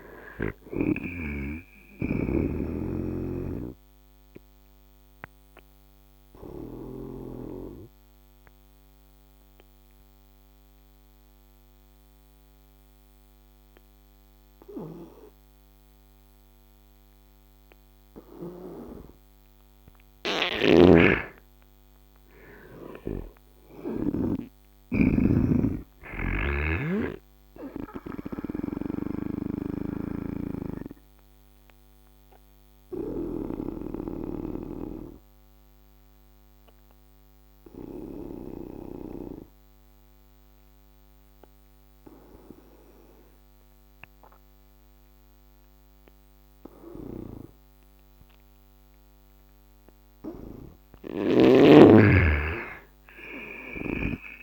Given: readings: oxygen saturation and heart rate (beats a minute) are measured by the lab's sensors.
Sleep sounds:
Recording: breathing in sleep by a microphone on the trachea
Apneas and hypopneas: 2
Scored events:
0.00-1.00 s: snoring (device-marked)
0.00-17.50 s: oxygen desaturation (device-marked, oxygen 87% lowest, heart rate 69 extreme)
3.00-7.00 s: snoring (device-marked)
5.50-20.00 s: obstructive apnea (oxygen 100% before, 83% lowest, heart rate 73 before, 69 extreme, up 10 after)
20.00-24.00 s: snoring (device-marked)
21.50-25.00 s: arousal
25.50-46.50 s: oxygen desaturation (device-marked, oxygen 99% before, 86% lowest, heart rate 74 before, 69 extreme)
28.00-49.00 s: obstructive apnea (oxygen 99% before, 83% lowest, heart rate 74 before, 69 extreme, up 6 after)
28.50-33.00 s: snoring (device-marked)
48.50-54.43 s: oxygen desaturation (device-marked, oxygen 99% before, 83% lowest, heart rate 75 before, 71 extreme)
51.00-54.43 s: arousal
From the record:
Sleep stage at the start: N2 (light sleep)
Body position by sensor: on the right side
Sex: male

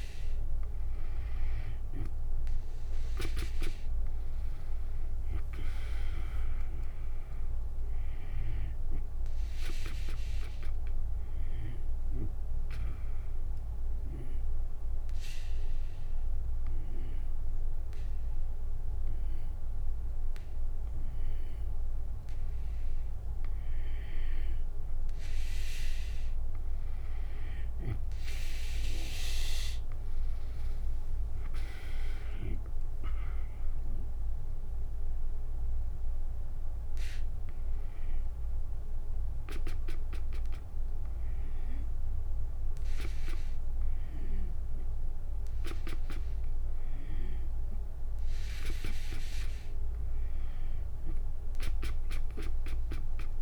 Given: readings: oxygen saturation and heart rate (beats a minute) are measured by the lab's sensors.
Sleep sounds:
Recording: breathing in sleep by a room microphone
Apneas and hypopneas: 1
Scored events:
1.00-20.00 s: oxygen desaturation (device-marked, oxygen 98% before, 93% lowest, heart rate 67 before, 57 extreme)
13.50-24.50 s: obstructive apnea (oxygen 98% before, 92% lowest, heart rate 67 before, 60 extreme, up 15 after)
27.00-46.00 s: oxygen desaturation (device-marked, oxygen 97% before, 92% lowest, heart rate 63 before, 63 extreme)
30.00-41.00 s: drop in pulse transit time (device-marked, heart rate 63 before, 68 extreme)
33.50-37.50 s: arousal
From the record:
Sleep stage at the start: N2 (light sleep)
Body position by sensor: on the back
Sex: female

